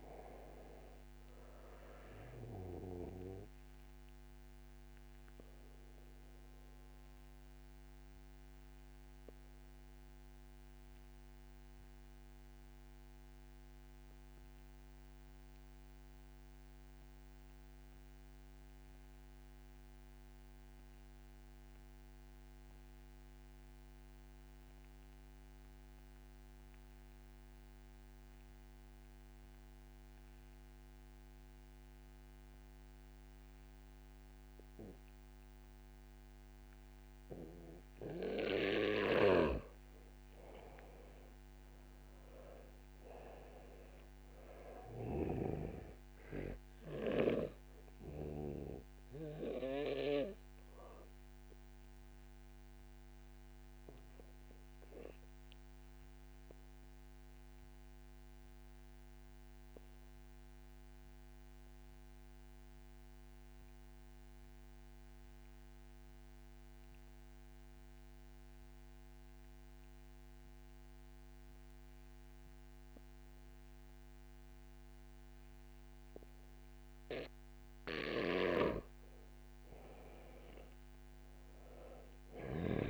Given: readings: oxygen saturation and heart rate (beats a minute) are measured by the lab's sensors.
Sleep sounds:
breathing in sleep by a microphone on the trachea; 2
0.00-22.00 s: oxygen desaturation (device-marked, oxygen 85% lowest, heart rate 58 extreme)
5.50-38.50 s: obstructive apnea (oxygen 97% before, 85% lowest, heart rate 64 before, 58 extreme, up 4 after)
31.00-64.00 s: oxygen desaturation (device-marked, oxygen 98% before, 86% lowest, heart rate 65 before, 27 extreme)
40.00-43.50 s: arousal
50.50-78.50 s: obstructive apnea (oxygen 98% before, 86% lowest, heart rate 60 before, 27 extreme, up 0 after)
75.00-82.90 s: oxygen desaturation (device-marked, oxygen 97% before, 86% lowest, heart rate 70 before, 27 extreme)
80.50-82.90 s: arousal
From the record:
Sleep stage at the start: N2 (light sleep); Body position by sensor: on the back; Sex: male

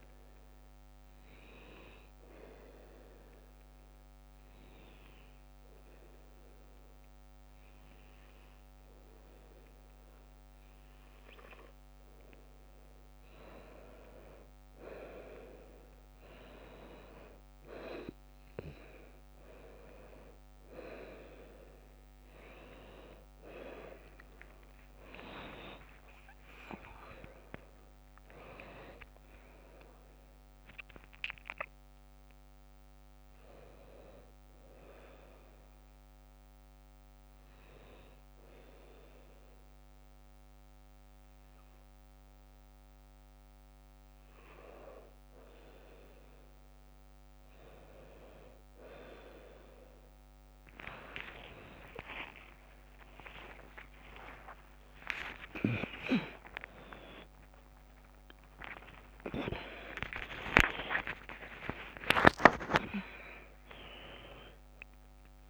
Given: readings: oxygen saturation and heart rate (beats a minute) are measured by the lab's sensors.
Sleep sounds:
a person partly awake in a sleep study, by a microphone on the trachea; 1
4.00-14.50 s: mixed apnea (oxygen 98% before, 96% lowest, heart rate 70 before, 67 extreme, up 2 after)
24.00-28.50 s: arousal
46.50-65.50 s: new sleep stage, awake
50.50-61.50 s: tachycardia (device-marked, heart rate 61 before, 177 extreme)
52.00-54.00 s: long interval between heartbeats (device-marked, heart rate 67 before, 76 extreme)
54.00-56.00 s: long interval between heartbeats (device-marked, heart rate 67 before, 104 extreme)
56.50-58.50 s: long interval between heartbeats (device-marked, heart rate 73 before, 143 extreme)
62.50-65.50 s: tachycardia (device-marked, heart rate 63 before, 127 extreme)
From the record:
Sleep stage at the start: N2 (light sleep); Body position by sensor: on the right side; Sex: female

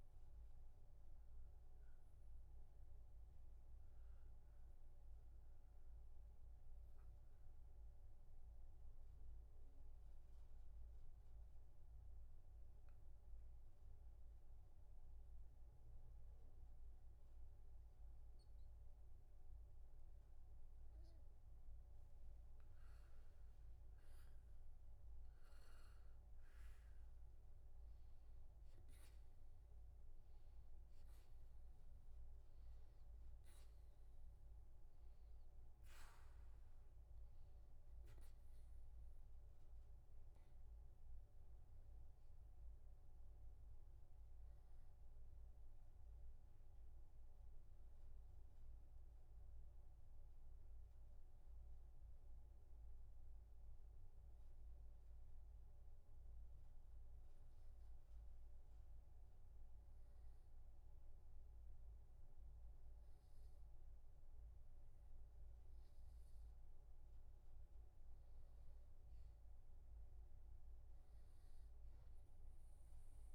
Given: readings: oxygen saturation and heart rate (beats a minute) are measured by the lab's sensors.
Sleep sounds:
breathing in sleep, hard to hear, by a room microphone; 2
5.00-22.00 s: obstructive apnea (oxygen 96% before, 92% lowest, heart rate 67 before, 63 extreme, up 4 after)
49.00-65.00 s: hypopnea (oxygen 96% before, 92% lowest, heart rate 68 before, 62 extreme, up 2 after)
68.50-73.35 s: arousal
From the record:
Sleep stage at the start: N2 (light sleep); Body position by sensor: on the back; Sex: male

